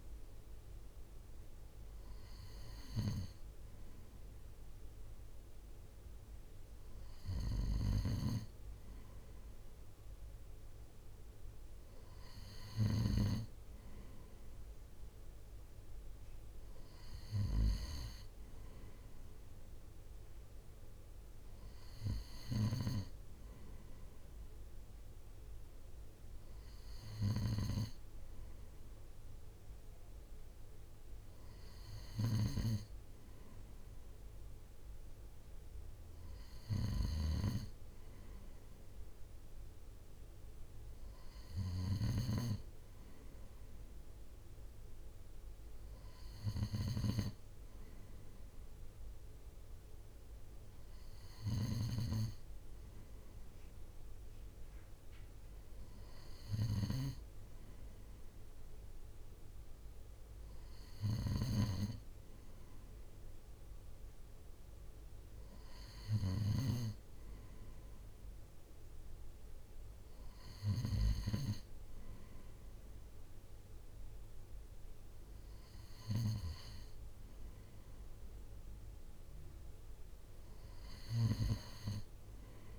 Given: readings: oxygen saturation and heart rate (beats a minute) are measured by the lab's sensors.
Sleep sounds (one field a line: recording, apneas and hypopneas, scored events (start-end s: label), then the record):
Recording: breathing in sleep by a room microphone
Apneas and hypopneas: none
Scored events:
67.00-69.00 s: long interval between heartbeats (device-marked, heart rate 61 before, 64 extreme)
From the record:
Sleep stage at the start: N2 (light sleep)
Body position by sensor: on the right side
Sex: male